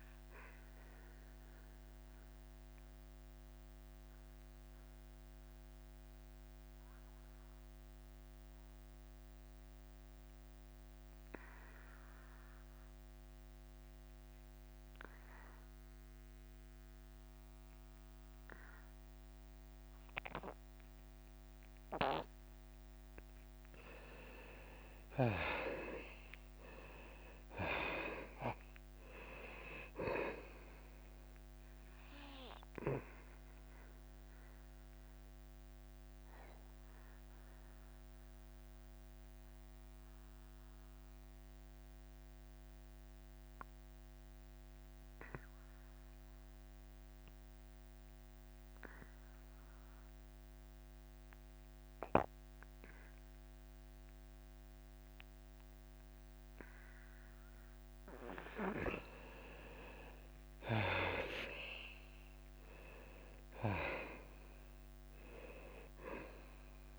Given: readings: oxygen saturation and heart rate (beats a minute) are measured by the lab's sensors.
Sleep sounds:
breathing in sleep by a microphone on the trachea; 2
0.00-5.00 s: drop in pulse transit time (device-marked, heart rate 94 extreme)
0.00-17.00 s: oxygen desaturation (device-marked, oxygen 78% lowest, heart rate 91 extreme)
0.50-24.50 s: mixed apnea (oxygen 98% before, 78% lowest, heart rate 96 before, 91 extreme, up 5 after)
25.00-38.00 s: drop in pulse transit time (device-marked, heart rate 95 before, 91 extreme)
26.50-30.50 s: arousal
34.00-59.00 s: mixed apnea (oxygen 98% before, 80% lowest, heart rate 94 before, 90 extreme, up 5 after)
45.00-52.00 s: oxygen desaturation (device-marked, oxygen 90% before, 82% lowest, heart rate 95 before, 90 extreme)
60.50-64.00 s: arousal
63.00-66.99 s: drop in pulse transit time (device-marked, heart rate 93 before, 92 extreme)
64.00-66.99 s: oxygen desaturation (device-marked, oxygen 96% before, 80% lowest, heart rate 92 before, 89 extreme)
From the record:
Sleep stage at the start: N2 (light sleep); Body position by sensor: on the back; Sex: male

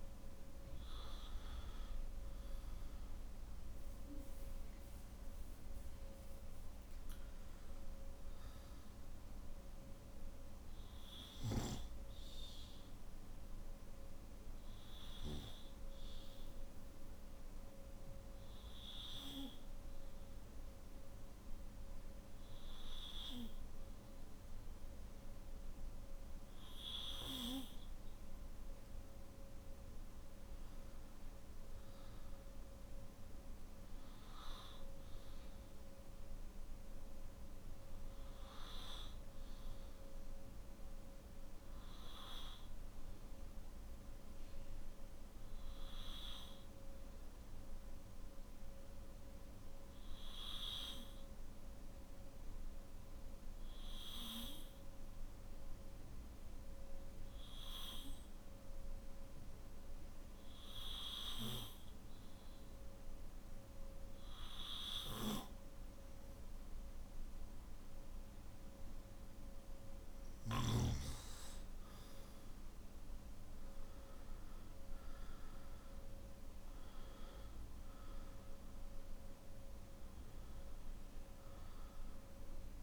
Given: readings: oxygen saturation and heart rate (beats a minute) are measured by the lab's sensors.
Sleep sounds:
breathing in sleep by a room microphone; 2
11.00-28.50 s: hypopnea (oxygen 97% before, 93% lowest, heart rate 59 before, 49 extreme, up 5 after)
46.00-67.00 s: obstructive apnea (oxygen 97% before, 93% lowest, heart rate 52 before, 50 extreme, up 10 after)
71.50-82.83 s: oxygen desaturation (device-marked, oxygen 97% before, 93% lowest, heart rate 54 before, 49 extreme)
From the record:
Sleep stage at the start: N3 (deep sleep); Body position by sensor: on the back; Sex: male

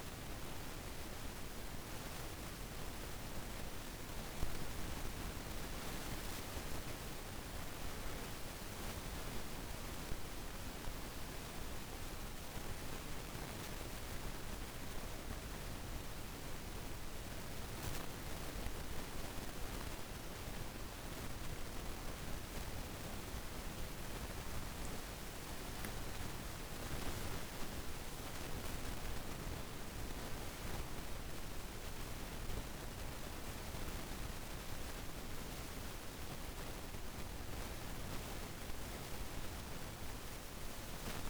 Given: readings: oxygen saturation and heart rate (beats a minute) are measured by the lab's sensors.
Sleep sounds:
breathing in sleep, hard to hear, by a room microphone; none
26.50-33.00 s: arousal
From the record:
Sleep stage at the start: N2 (light sleep); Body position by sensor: on the back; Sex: female

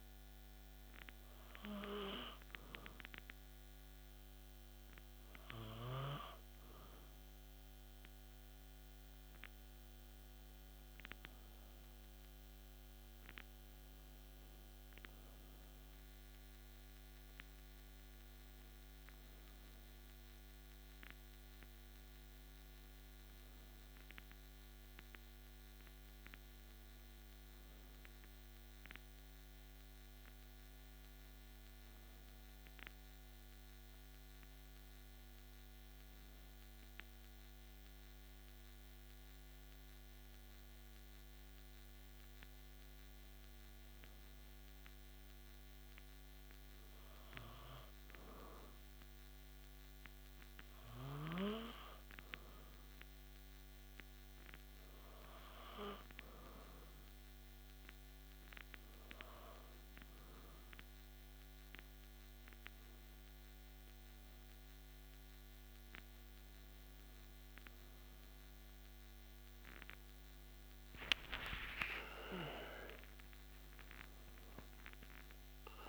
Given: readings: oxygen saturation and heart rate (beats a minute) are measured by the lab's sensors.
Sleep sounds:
breathing in sleep by a microphone on the trachea; none
71.00-75.00 s: arousal
From the record:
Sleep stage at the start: N2 (light sleep); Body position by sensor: on the back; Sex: male

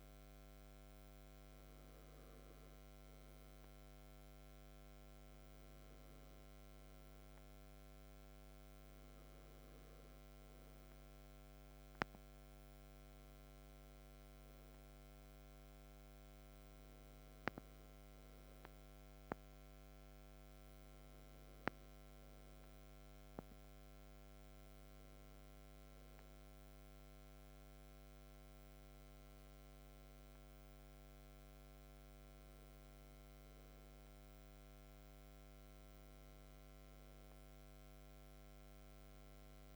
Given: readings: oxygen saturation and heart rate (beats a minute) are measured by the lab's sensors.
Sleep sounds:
breathing in sleep, hard to hear, by a microphone on the trachea; none
none scored
From the record:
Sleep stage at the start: REM sleep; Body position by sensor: on the back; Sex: male

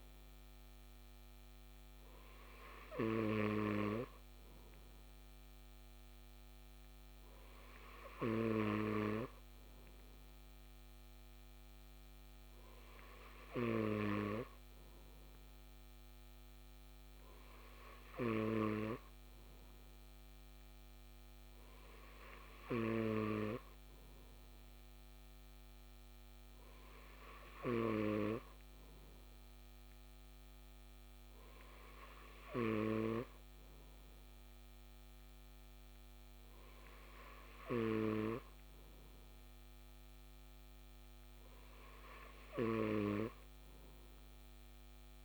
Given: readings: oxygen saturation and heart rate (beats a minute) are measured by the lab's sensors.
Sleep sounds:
breathing in sleep by a microphone on the trachea; none
none scored
From the record:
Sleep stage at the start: N2 (light sleep); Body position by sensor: on the left side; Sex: male

